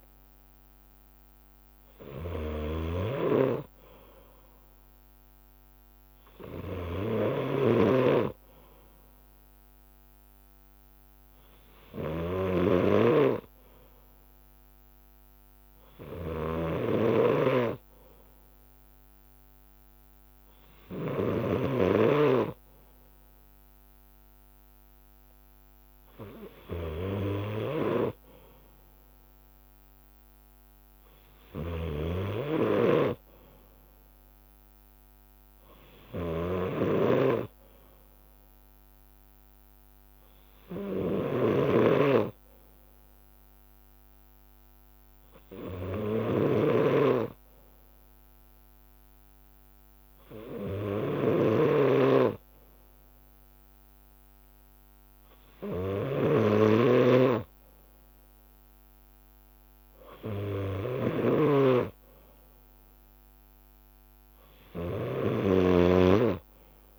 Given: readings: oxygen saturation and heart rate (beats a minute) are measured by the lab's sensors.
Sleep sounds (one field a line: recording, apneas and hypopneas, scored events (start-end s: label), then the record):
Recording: breathing in sleep by a microphone on the trachea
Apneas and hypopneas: none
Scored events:
0.00-8.00 s: snoring (device-marked)
0.00-9.00 s: leg movement (device-marked)
9.50-13.50 s: leg movement (device-marked)
14.50-22.50 s: leg movement (device-marked)
23.00-31.00 s: leg movement (device-marked)
34.00-38.00 s: leg movement (device-marked)
36.00-43.00 s: bradycardia (device-marked, heart rate 60 before, 59 extreme)
39.50-41.50 s: leg movement (device-marked)
41.50-66.99 s: snoring (device-marked)
44.50-47.00 s: leg movement (device-marked)
49.00-55.50 s: leg movement (device-marked)
59.50-62.00 s: leg movement (device-marked)
64.00-66.99 s: leg movement (device-marked)
From the record:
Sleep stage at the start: N2 (light sleep)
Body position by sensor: on the left side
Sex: male